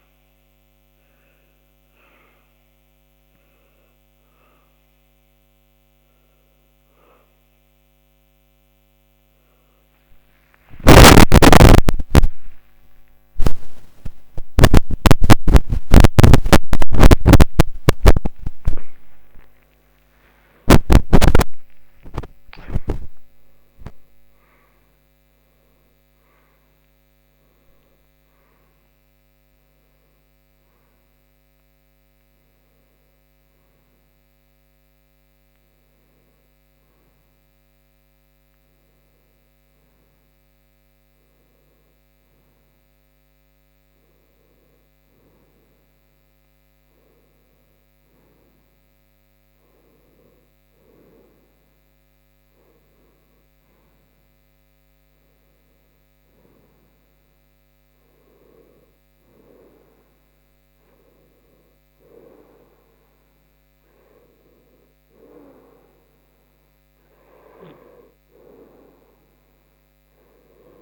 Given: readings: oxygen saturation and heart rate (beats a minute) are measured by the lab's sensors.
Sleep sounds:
breathing in sleep by a microphone on the trachea; none
0.00-13.00 s: oxygen desaturation (device-marked, oxygen 89% lowest, heart rate 82 extreme)
10.50-12.50 s: long interval between heartbeats (device-marked, heart rate 79 before, 96 extreme)
13.00-43.00 s: new sleep stage, N1 (lightest sleep)
13.50-20.00 s: arousal
18.00-20.00 s: long interval between heartbeats (device-marked, heart rate 87 before, 102 extreme)
43.00-70.82 s: new sleep stage, N2 (light sleep)
50.00-70.82 s: oxygen desaturation (device-marked, oxygen 97% before, 93% lowest, heart rate 86 before, 73 extreme)
From the record:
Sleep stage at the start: N2 (light sleep); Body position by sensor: on the front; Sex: male

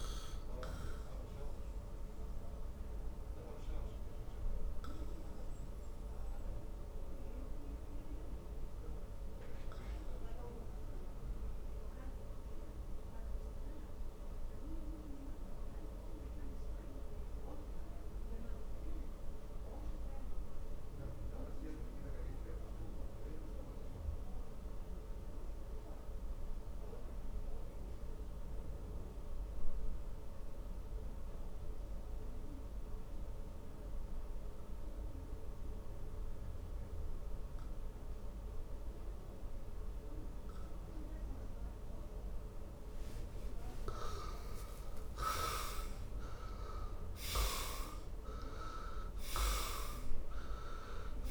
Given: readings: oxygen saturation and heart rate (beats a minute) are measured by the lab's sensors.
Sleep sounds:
breathing in sleep by a room microphone; 1
0.00-21.50 s: oxygen desaturation (device-marked, oxygen 75% lowest, heart rate 51 extreme)
3.00-43.50 s: obstructive apnea (oxygen 95% before, 74% lowest, heart rate 67 before, 51 extreme, up 24 after)
43.50-51.31 s: oxygen desaturation (device-marked, oxygen 97% before, 74% lowest, heart rate 53 before, 49 extreme)
45.00-49.50 s: arousal
From the record:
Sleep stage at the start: N2 (light sleep); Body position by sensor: on the back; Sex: male

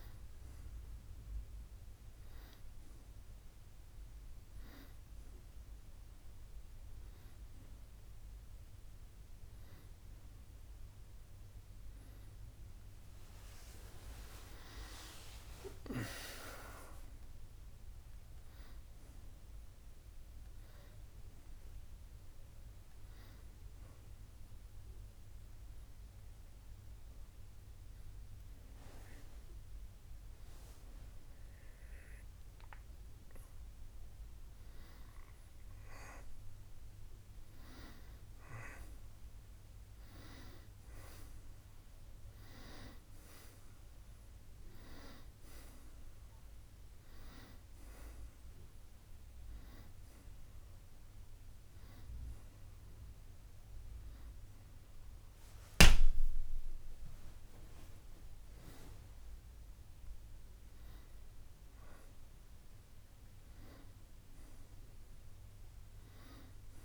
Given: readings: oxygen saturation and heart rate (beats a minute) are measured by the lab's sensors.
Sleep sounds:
breathing in sleep by a room microphone; 2
0.00-17.50 s: oxygen desaturation (device-marked, oxygen 92% lowest, heart rate 57 extreme)
18.00-21.00 s: arousal
23.50-34.50 s: hypopnea (oxygen 95% before, 92% lowest, heart rate 73 before, 63 extreme, up 2 after)
36.50-39.50 s: arousal
50.00-62.00 s: hypopnea (oxygen 95% before, 92% lowest, heart rate 65 before, 61 extreme, up 1 after)
50.50-62.50 s: oxygen desaturation (device-marked, oxygen 95% before, 92% lowest, heart rate 65 before, 61 extreme)
66.50-66.85 s: new sleep stage, awake
From the record:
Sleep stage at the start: N1 (lightest sleep); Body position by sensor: on the back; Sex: male

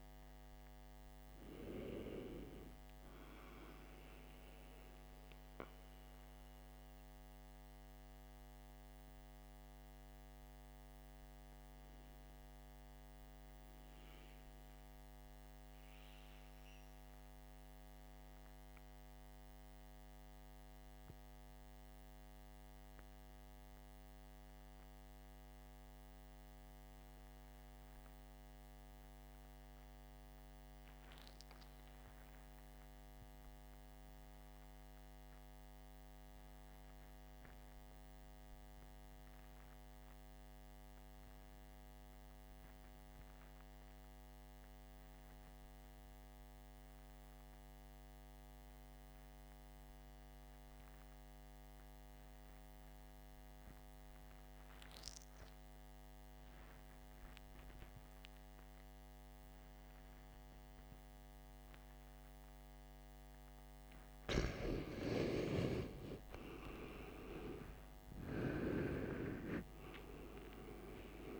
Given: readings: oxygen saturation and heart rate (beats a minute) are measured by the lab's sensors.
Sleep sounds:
breathing in sleep by a microphone on the trachea; 1
0.00-17.00 s: oxygen desaturation (device-marked, oxygen 86% lowest, heart rate 51 extreme)
6.00-62.50 s: obstructive apnea (oxygen 93% before, 83% lowest, heart rate 63 before, 49 extreme, up 9 after)
50.00-71.40 s: oxygen desaturation (device-marked, oxygen 96% before, 83% lowest, heart rate 55 before, 48 extreme)
67.00-71.40 s: arousal
From the record:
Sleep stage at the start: REM sleep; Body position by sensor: on the back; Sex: male

